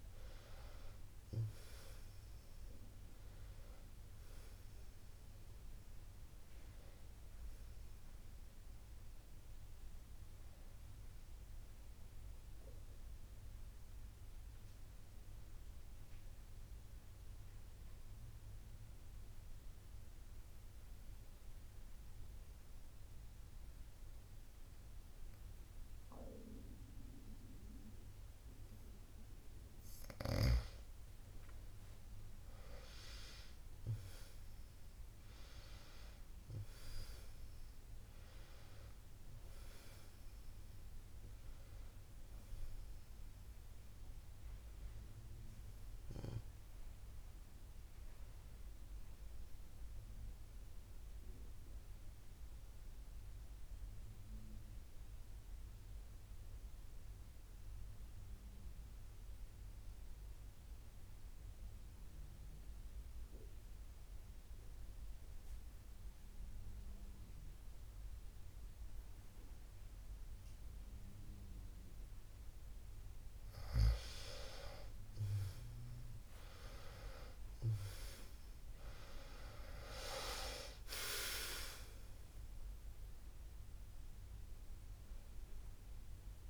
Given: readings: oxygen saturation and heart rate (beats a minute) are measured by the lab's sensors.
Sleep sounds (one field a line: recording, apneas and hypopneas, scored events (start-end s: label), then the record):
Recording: breathing in sleep by a room microphone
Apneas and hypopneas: 2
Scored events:
0.00-20.50 s: oxygen desaturation (device-marked, oxygen 90% lowest, heart rate 51 extreme)
17.50-30.50 s: obstructive apnea (oxygen 96% before, 93% lowest, heart rate 62 before, 51 extreme, up 22 after)
32.50-37.00 s: arousal
37.50-58.50 s: oxygen desaturation (device-marked, oxygen 98% before, 93% lowest, heart rate 56 before, 53 extreme)
62.00-73.00 s: obstructive apnea (oxygen 98% before, 92% lowest, heart rate 60 before, 53 extreme, up 16 after)
75.50-78.50 s: arousal
78.50-86.50 s: oxygen desaturation (device-marked, oxygen 98% before, 92% lowest, heart rate 58 before, 59 extreme)
From the record:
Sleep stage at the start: N2 (light sleep)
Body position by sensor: on the back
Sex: female